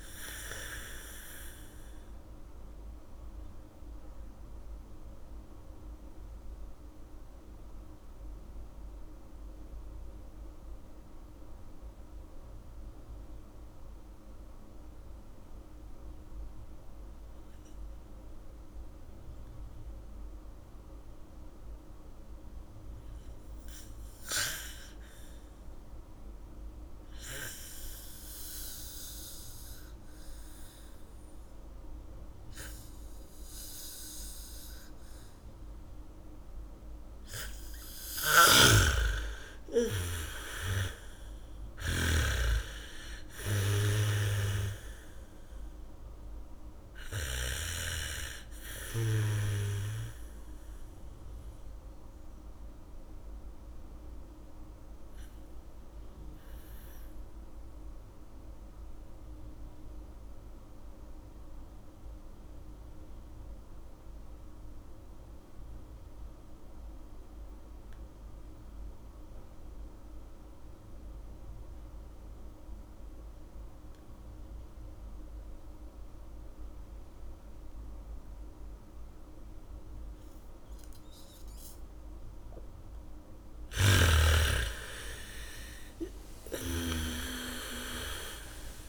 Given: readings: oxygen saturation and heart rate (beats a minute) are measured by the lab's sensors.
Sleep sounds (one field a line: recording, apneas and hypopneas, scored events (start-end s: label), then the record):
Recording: breathing in sleep by a room microphone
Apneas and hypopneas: 2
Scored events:
0.00-15.50 s: oxygen desaturation (device-marked, oxygen 79% lowest, heart rate 55 extreme)
3.00-38.00 s: mixed apnea (oxygen 99% before, 79% lowest, heart rate 66 before, 38 extreme, up 3 after)
30.50-64.50 s: oxygen desaturation (device-marked, oxygen 99% before, 82% lowest, heart rate 71 before, 35 extreme)
37.50-43.50 s: bradycardia (device-marked, heart rate 70 before, 48 extreme)
38.50-42.50 s: snoring (device-marked)
39.00-43.50 s: arousal
53.00-82.00 s: obstructive apnea (oxygen 98% before, 79% lowest, heart rate 63 before, 35 extreme)
75.50-88.89 s: oxygen desaturation (device-marked, oxygen 99% before, 79% lowest, heart rate 72 before, 35 extreme)
80.50-88.89 s: bradycardia (device-marked, heart rate 70 before, 35 extreme)
84.00-88.89 s: snoring (device-marked)
84.50-88.89 s: arousal
From the record:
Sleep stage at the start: N2 (light sleep)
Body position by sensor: on the back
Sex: female